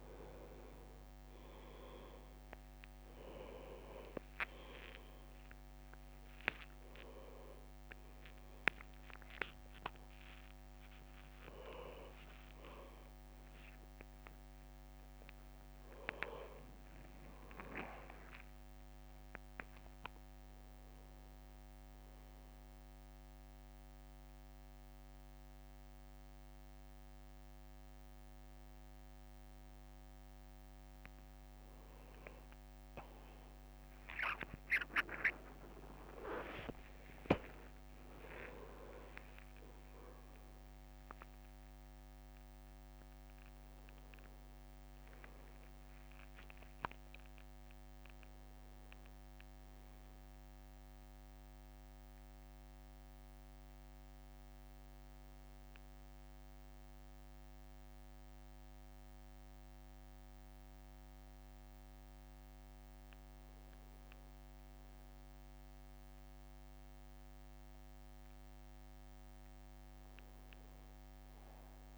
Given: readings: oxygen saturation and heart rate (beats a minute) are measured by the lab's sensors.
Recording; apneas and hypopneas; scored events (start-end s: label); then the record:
a person partly awake in a sleep study, by a microphone on the trachea; none
0.50-4.00 s: leg movement (device-marked)
3.00-33.00 s: new sleep stage, awake
4.50-7.00 s: leg movement (device-marked)
9.50-11.50 s: leg movement (device-marked)
11.50-13.50 s: long interval between heartbeats (device-marked)
12.50-16.50 s: leg movement (device-marked)
14.00-16.00 s: long interval between heartbeats (device-marked)
17.00-19.00 s: long interval between heartbeats (device-marked)
17.00-24.00 s: leg movement (device-marked)
25.00-27.00 s: leg movement (device-marked)
28.50-38.00 s: leg movement (device-marked)
33.00-71.97 s: new sleep stage, N1 (lightest sleep)
38.50-41.00 s: leg movement (device-marked)
44.50-49.00 s: leg movement (device-marked)
From the record:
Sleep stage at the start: N2 (light sleep); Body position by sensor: on the right side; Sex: male